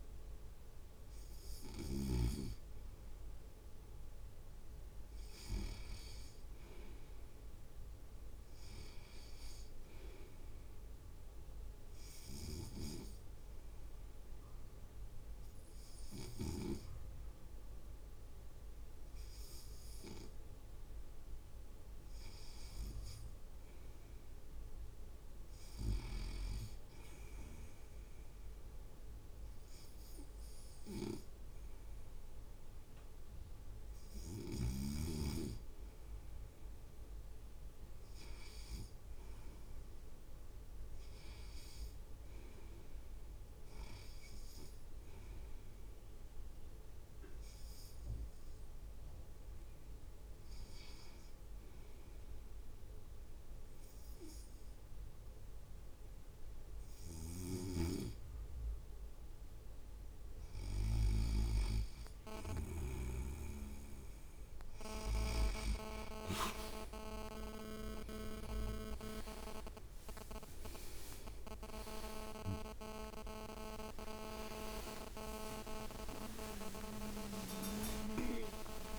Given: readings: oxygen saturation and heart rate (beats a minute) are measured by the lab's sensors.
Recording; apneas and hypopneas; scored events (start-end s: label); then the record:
breathing in sleep by a room microphone; 2
10.50-21.50 s: obstructive apnea (oxygen 99% before, 95% lowest)
25.00-29.50 s: arousal
47.50-60.00 s: hypopnea (oxygen 97% before, 95% lowest)
57.00-63.00 s: snoring (device-marked)
67.50-73.00 s: leg movement (device-marked)
71.00-78.99 s: new sleep stage, N2 (light sleep)
73.50-78.99 s: arousal
74.50-78.99 s: leg movement (device-marked)
76.00-78.99 s: drop in pulse transit time (device-marked)
From the record:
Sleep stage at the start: REM sleep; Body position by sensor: on the right side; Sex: male